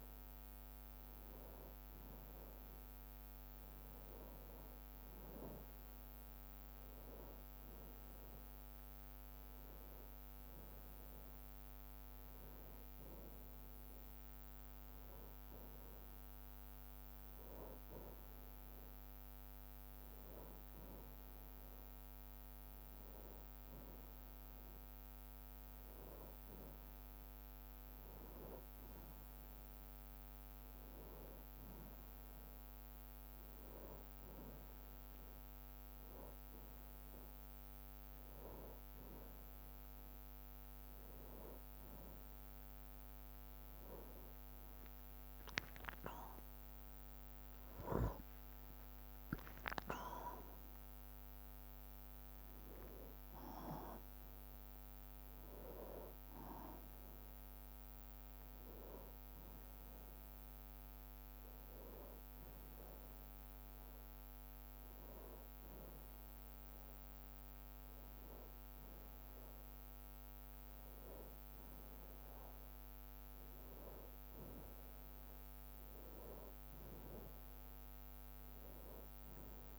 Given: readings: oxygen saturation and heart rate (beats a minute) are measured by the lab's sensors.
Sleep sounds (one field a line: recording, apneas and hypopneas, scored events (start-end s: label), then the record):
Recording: a person awake in a sleep study, by a microphone on the trachea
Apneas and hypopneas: none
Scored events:
8.00-10.00 s: long interval between heartbeats (device-marked, heart rate 60 before, 62 extreme)
11.00-13.00 s: bradycardia (device-marked, heart rate 62 before, 62 extreme)
51.00-55.50 s: arousal
66.50-68.50 s: long interval between heartbeats (device-marked, heart rate 63 before, 66 extreme)
From the record:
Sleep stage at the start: awake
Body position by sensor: on the back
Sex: male